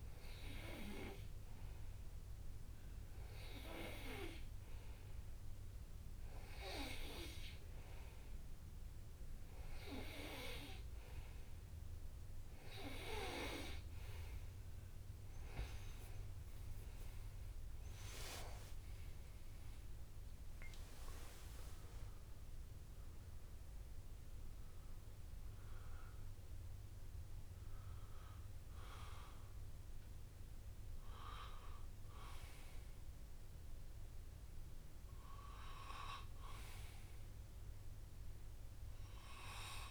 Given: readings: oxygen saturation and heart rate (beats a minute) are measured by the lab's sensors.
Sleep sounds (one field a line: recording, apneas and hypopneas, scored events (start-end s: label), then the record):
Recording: breathing in sleep by a room microphone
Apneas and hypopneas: none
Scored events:
18.00-23.00 s: arousal
19.00-21.00 s: long interval between heartbeats (device-marked, heart rate 66 before, 82 extreme)
From the record:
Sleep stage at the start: N2 (light sleep)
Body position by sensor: on the right side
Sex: male